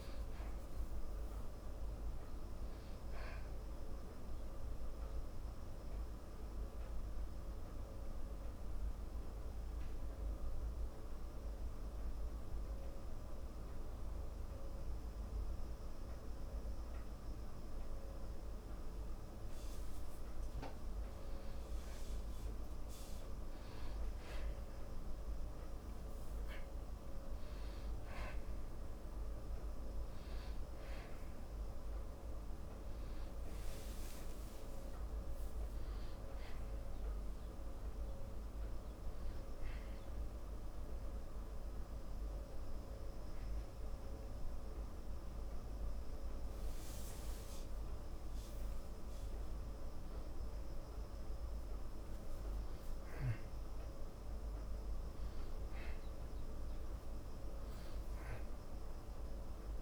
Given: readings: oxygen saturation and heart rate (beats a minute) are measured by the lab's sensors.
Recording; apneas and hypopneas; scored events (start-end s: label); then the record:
a person awake in a sleep study, hard to hear, by a room microphone; 1
0.00-7.50 s: oxygen desaturation (device-marked, oxygen 90% lowest, heart rate 54 extreme)
3.50-20.00 s: mixed apnea (oxygen 97% before, 93% lowest, heart rate 56 before, 54 extreme, up 1 after)
24.50-54.50 s: new sleep stage, awake
27.50-45.50 s: oxygen desaturation (device-marked, oxygen 98% before, 93% lowest, heart rate 55 before, 54 extreme)
54.50-59.82 s: new sleep stage, N2 (light sleep)
From the record:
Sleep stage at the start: N2 (light sleep); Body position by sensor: on the back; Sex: male